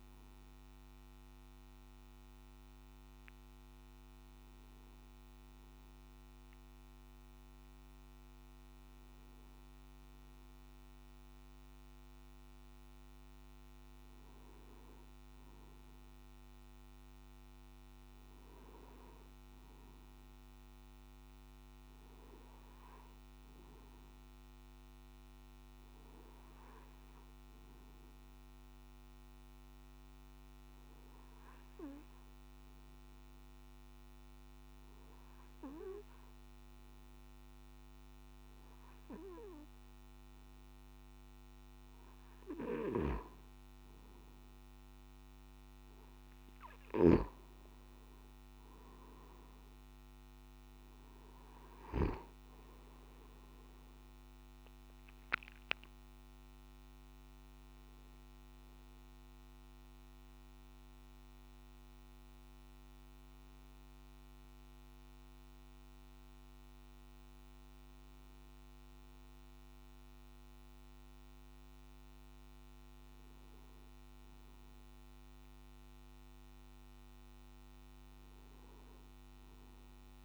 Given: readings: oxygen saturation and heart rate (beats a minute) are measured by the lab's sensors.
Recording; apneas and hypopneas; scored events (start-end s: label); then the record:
breathing in sleep, hard to hear, by a microphone on the trachea; 2
0.00-5.50 s: oxygen desaturation (device-marked, oxygen 92% lowest, heart rate 53 extreme)
27.50-41.00 s: obstructive apnea (oxygen 98% before, 94% lowest, heart rate 55 before, 54 extreme, up 2 after)
59.50-71.50 s: hypopnea (oxygen 96% before, 94% lowest, heart rate 58 before, 53 extreme, up 1 after)
From the record:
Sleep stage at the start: N1 (lightest sleep); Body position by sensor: on the back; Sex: male